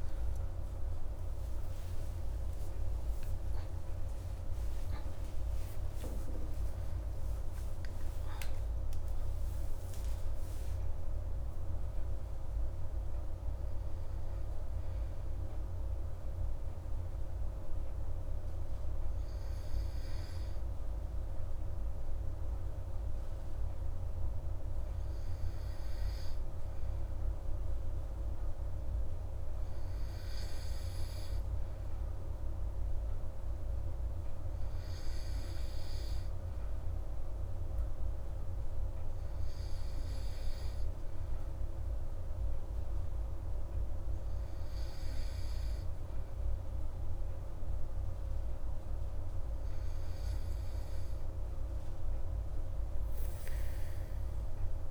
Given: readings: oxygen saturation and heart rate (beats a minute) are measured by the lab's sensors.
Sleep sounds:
breathing in sleep, hard to hear, by a room microphone; none
1.50-5.50 s: arousal
From the record:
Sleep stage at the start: N2 (light sleep); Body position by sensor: on the back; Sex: female

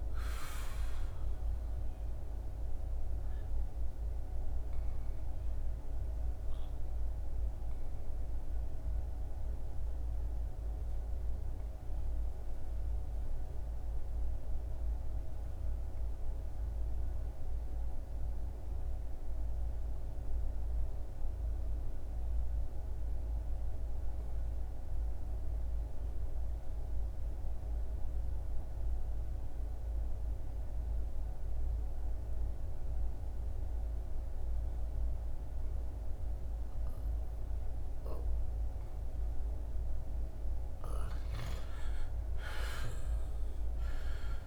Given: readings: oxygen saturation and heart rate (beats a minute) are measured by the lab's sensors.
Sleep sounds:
breathing in sleep, hard to hear, by a room microphone; 1
0.00-14.50 s: oxygen desaturation (device-marked, oxygen 92% lowest, heart rate 68 extreme)
1.00-39.00 s: obstructive apnea (oxygen 98% before, 82% lowest, heart rate 81 before, 68 extreme, up 14 after)
25.50-44.46 s: oxygen desaturation (device-marked, oxygen 99% before, 82% lowest, heart rate 79 before, 67 extreme)
40.50-44.46 s: arousal
From the record:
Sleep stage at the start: REM sleep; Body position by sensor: on the back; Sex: male

